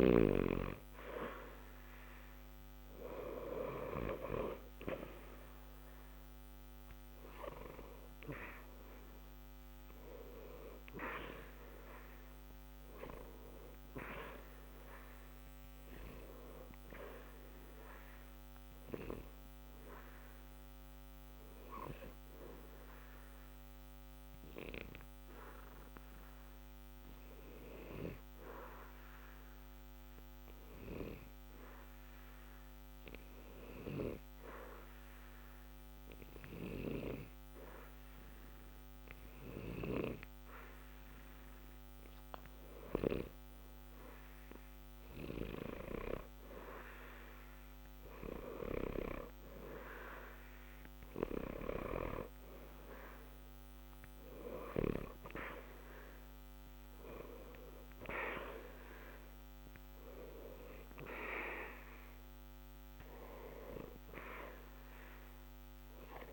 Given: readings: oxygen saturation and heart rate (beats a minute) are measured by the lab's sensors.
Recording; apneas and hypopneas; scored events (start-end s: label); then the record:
breathing in sleep by a microphone on the trachea; 1
0.00-2.00 s: arousal
19.00-41.00 s: obstructive apnea (oxygen 91% before, 87% lowest, heart rate 60 before, 60 extreme, up 0 after)
43.00-47.00 s: arousal
64.50-66.33 s: oxygen desaturation (device-marked, oxygen 91% before, 87% lowest, heart rate 60 before, 60 extreme)
From the record:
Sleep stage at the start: N2 (light sleep); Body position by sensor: on the back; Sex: male